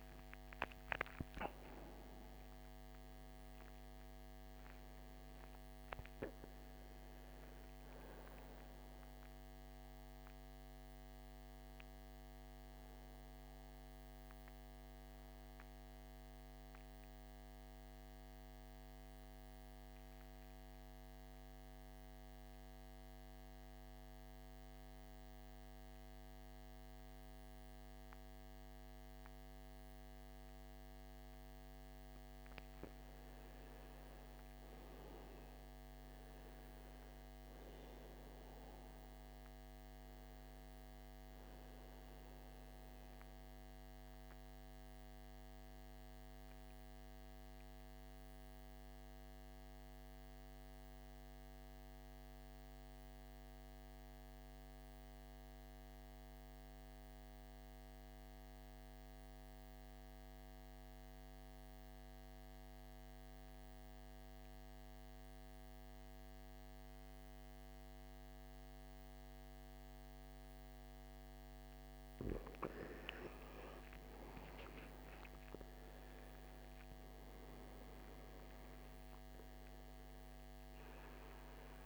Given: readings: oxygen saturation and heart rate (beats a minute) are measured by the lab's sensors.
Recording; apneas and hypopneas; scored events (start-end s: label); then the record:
breathing in sleep, hard to hear, by a microphone on the trachea; 2
14.00-32.50 s: mixed apnea (oxygen 98% before, 84% lowest, heart rate 67 before, 52 extreme, up 17 after)
32.00-58.00 s: oxygen desaturation (device-marked, oxygen 97% before, 87% lowest, heart rate 54 before, 55 extreme)
34.00-38.50 s: arousal
47.50-72.00 s: mixed apnea (oxygen 97% before, 84% lowest, heart rate 61 before, 55 extreme, up 14 after)
67.00-81.85 s: oxygen desaturation (device-marked, oxygen 98% before, 84% lowest, heart rate 57 before, 53 extreme)
75.00-79.50 s: arousal
From the record:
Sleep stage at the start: N2 (light sleep); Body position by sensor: on the back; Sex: male